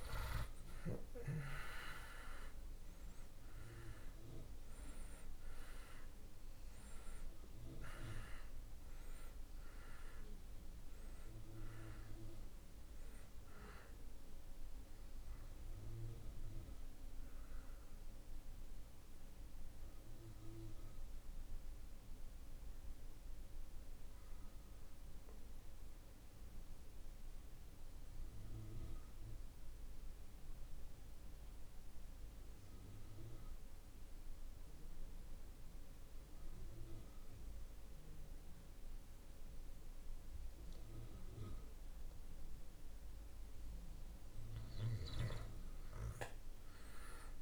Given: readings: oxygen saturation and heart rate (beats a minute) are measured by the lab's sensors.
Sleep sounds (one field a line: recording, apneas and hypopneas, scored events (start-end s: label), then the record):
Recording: breathing in sleep by a room microphone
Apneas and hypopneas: 1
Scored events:
0.00-1.00 s: arousal
0.00-37.00 s: oxygen desaturation (device-marked, oxygen 96% before, 77% lowest)
17.50-42.50 s: mixed apnea (oxygen 96% before, 76% lowest)
From the record:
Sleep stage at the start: N2 (light sleep)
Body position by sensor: on the back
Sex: male